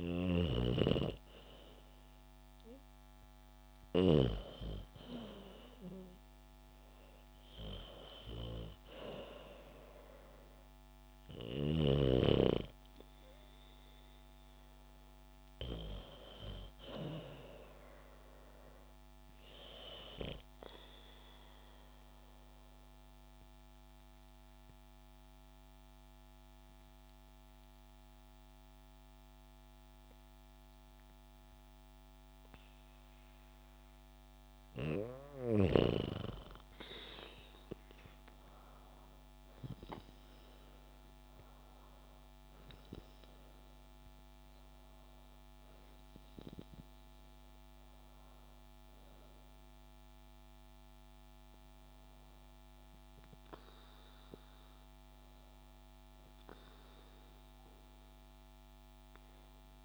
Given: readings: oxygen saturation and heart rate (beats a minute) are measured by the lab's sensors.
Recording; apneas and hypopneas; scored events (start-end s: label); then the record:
breathing in sleep by a microphone on the trachea; 1
0.00-3.50 s: snoring (device-marked)
21.00-34.00 s: obstructive apnea (oxygen 98% before, 95% lowest, heart rate 69 before, 65 extreme, up 11 after)
36.50-40.00 s: arousal
From the record:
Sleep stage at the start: N2 (light sleep); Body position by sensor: on the back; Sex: female